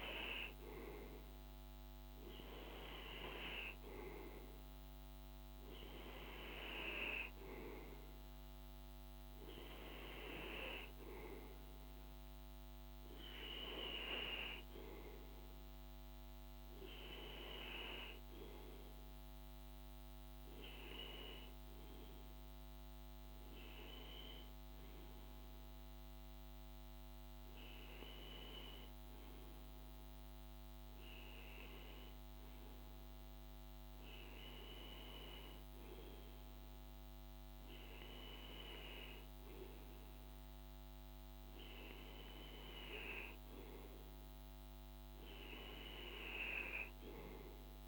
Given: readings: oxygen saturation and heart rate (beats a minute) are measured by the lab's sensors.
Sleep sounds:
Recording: breathing in sleep by a microphone on the trachea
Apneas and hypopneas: none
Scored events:
none scored
From the record:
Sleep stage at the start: N2 (light sleep)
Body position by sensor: on the right side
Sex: male

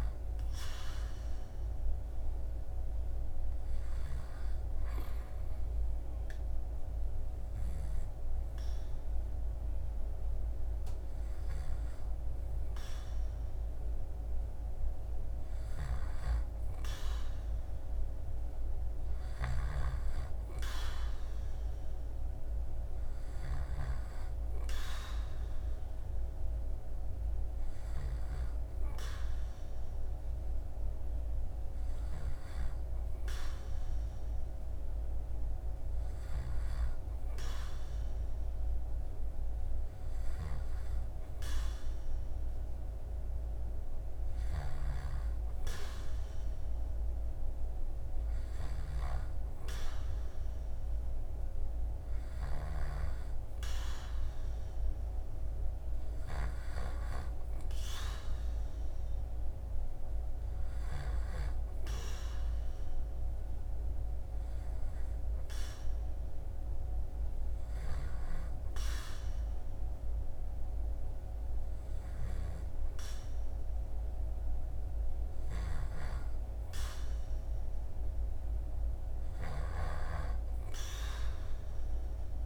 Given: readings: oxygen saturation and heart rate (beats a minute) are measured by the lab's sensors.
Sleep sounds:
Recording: breathing in sleep by a room microphone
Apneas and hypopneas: 2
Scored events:
2.00-14.50 s: hypopnea (oxygen 98% before, 95% lowest, heart rate 79 before, 77 extreme, up 2 after)
15.00-19.00 s: snoring (device-marked)
17.00-21.50 s: arousal
24.00-82.46 s: new sleep stage, N2 (light sleep)
44.00-48.50 s: snoring (device-marked)
54.00-59.00 s: arousal
64.00-77.00 s: hypopnea (oxygen 97% before, 94% lowest, heart rate 80 before, 77 extreme, up 0 after)
67.00-79.00 s: snoring (device-marked)
78.50-82.46 s: arousal
From the record:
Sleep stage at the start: REM sleep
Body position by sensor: on the back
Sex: male

